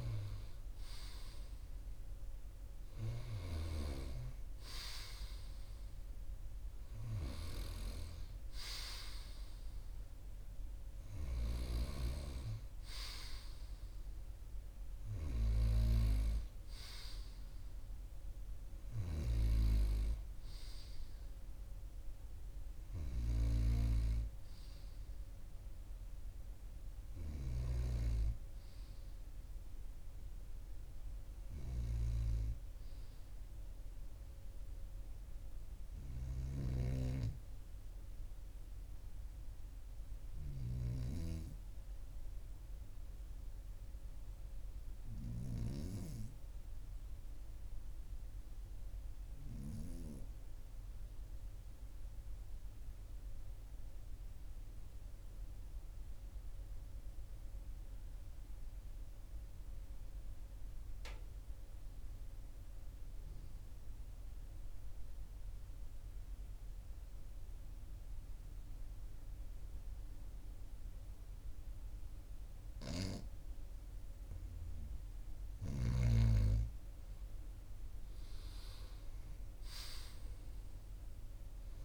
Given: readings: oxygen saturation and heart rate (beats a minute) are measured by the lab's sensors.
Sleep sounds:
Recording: breathing in sleep by a room microphone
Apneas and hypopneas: 1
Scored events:
48.50-74.00 s: obstructive apnea (oxygen 99% before, 94% lowest, heart rate 42 before, 41 extreme, up 3 after)
76.50-81.50 s: arousal
From the record:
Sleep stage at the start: N2 (light sleep)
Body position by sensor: on the right side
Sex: male

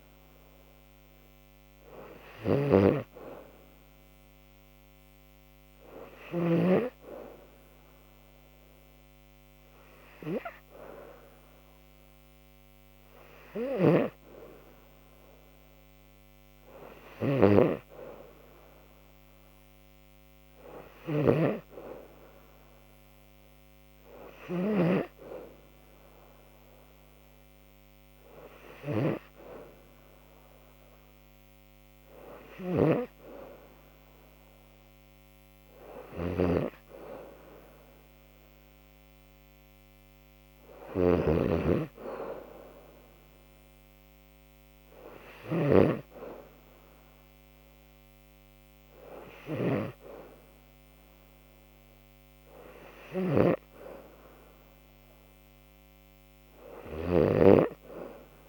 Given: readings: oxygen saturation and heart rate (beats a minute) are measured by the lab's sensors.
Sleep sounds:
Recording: breathing in sleep by a microphone on the trachea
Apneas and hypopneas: none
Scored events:
56.50-58.49 s: snoring (device-marked)
From the record:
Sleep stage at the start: N2 (light sleep)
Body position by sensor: on the back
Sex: female

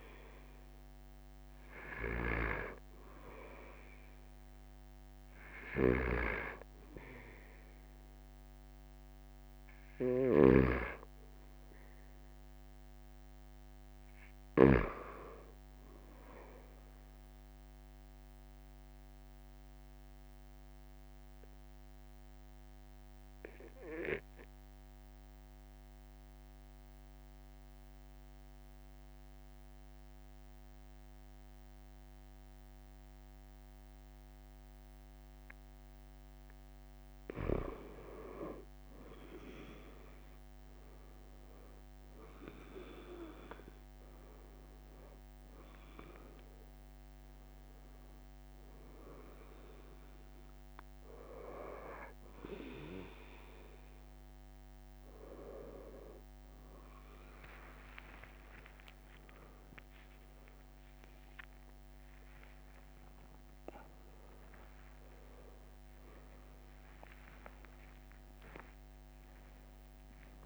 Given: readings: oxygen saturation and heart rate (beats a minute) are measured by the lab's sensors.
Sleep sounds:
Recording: a person partly awake in a sleep study, by a microphone on the trachea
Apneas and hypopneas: 1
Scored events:
0.00-10.50 s: snoring (device-marked)
8.00-10.00 s: long interval between heartbeats (device-marked, heart rate 47 before, 46 extreme)
13.50-16.50 s: arousal
19.00-37.00 s: obstructive apnea (oxygen 96% before, 91% lowest, heart rate 48 before, 38 extreme, up 4 after)
37.00-39.00 s: long interval between heartbeats (device-marked, heart rate 46 before, 49 extreme)
42.00-70.46 s: new sleep stage, awake
43.00-45.00 s: long interval between heartbeats (device-marked, heart rate 45 before, 42 extreme)
46.50-48.50 s: long interval between heartbeats (device-marked, heart rate 45 before, 51 extreme)
58.50-60.50 s: long interval between heartbeats (device-marked, heart rate 44 before, 71 extreme)
59.00-65.00 s: oxygen desaturation (device-marked, oxygen 94% before, 91% lowest, heart rate 45 before, 57 extreme)
61.00-63.00 s: long interval between heartbeats (device-marked, heart rate 50 before, 116 extreme)
63.50-65.50 s: long interval between heartbeats (device-marked, heart rate 59 before, 145 extreme)
66.50-68.50 s: long interval between heartbeats (device-marked, heart rate 75 before, 119 extreme)
From the record:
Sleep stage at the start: N2 (light sleep)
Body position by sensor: on the right side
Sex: male

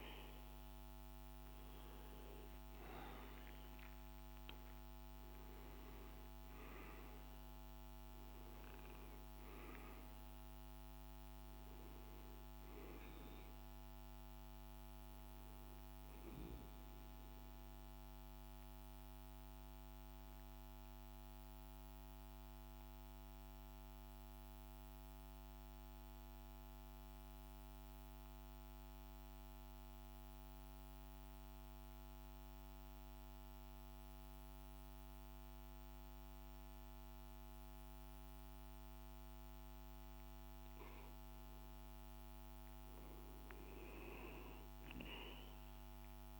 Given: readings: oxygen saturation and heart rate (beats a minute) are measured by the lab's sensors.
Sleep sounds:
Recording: breathing in sleep, hard to hear, by a microphone on the trachea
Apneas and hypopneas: 1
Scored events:
0.00-26.00 s: oxygen desaturation (device-marked, oxygen 91% lowest, heart rate 53 extreme)
0.50-5.00 s: arousal
19.50-40.50 s: central apnea (oxygen 98% before, 92% lowest, heart rate 56 before, 53 extreme, up 3 after)
41.00-46.40 s: oxygen desaturation (device-marked, oxygen 99% before, 93% lowest, heart rate 53 before, 51 extreme)
43.50-46.40 s: arousal
From the record:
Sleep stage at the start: REM sleep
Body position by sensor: on the back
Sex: male

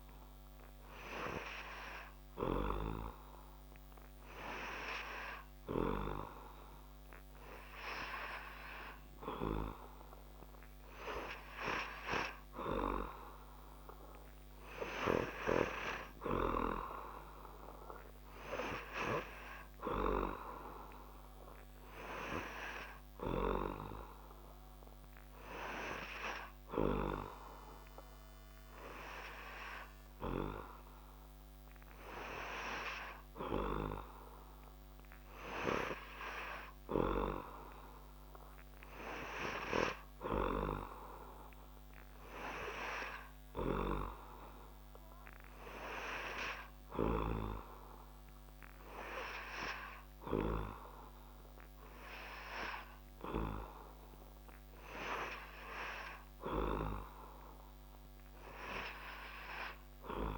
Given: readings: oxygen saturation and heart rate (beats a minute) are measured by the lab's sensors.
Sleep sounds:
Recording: breathing in sleep by a microphone on the trachea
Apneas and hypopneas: 1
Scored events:
44.00-54.50 s: hypopnea (oxygen 98% before, 96% lowest)
56.50-60.00 s: arousal
From the record:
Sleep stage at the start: N3 (deep sleep)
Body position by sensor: on the back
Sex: male

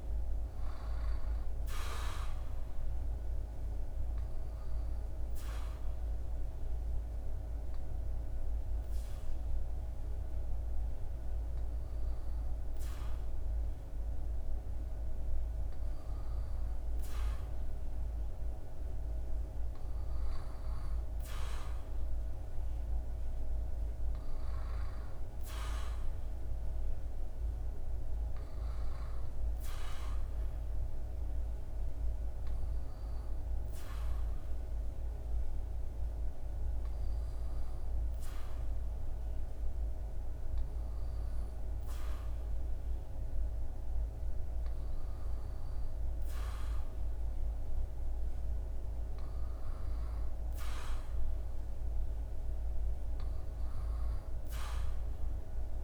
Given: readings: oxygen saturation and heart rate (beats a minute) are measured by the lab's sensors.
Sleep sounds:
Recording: breathing in sleep, hard to hear, by a room microphone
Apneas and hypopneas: 2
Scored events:
0.00-17.00 s: oxygen desaturation (device-marked, oxygen 94% lowest, heart rate 76 extreme)
3.00-14.50 s: hypopnea (oxygen 97% before, 94% lowest, heart rate 78 before, 76 extreme, up 2 after)
19.00-23.00 s: arousal
31.00-43.50 s: hypopnea (oxygen 99% before, 95% lowest, heart rate 78 before, 76 extreme, up 1 after)
47.00-51.50 s: arousal
From the record:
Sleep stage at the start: N2 (light sleep)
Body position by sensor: on the back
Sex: male

